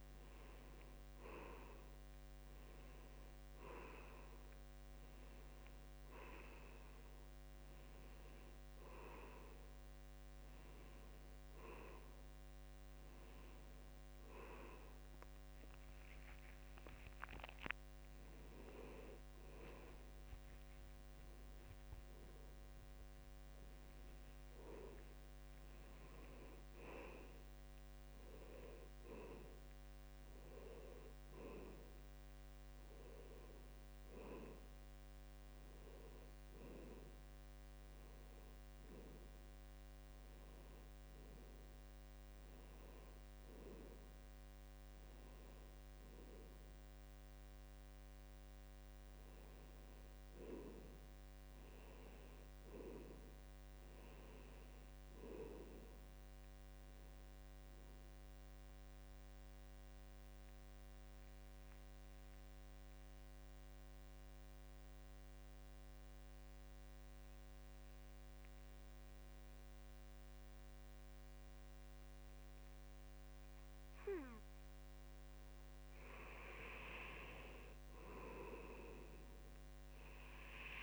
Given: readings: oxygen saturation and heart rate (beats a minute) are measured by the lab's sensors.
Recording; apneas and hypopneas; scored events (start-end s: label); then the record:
a person partly awake in a sleep study, by a microphone on the trachea; 1
6.00-66.00 s: new sleep stage, N1 (lightest sleep)
52.50-56.00 s: arousal
58.50-75.50 s: mixed apnea (oxygen 94% before, 86% lowest, heart rate 73 before, 64 extreme, up 3 after)
66.00-80.83 s: new sleep stage, N2 (light sleep)
77.00-80.83 s: oxygen desaturation (device-marked, oxygen 92% before, 86% lowest, heart rate 73 before, 64 extreme)
78.50-80.83 s: arousal
From the record:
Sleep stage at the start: awake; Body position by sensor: on the back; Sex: male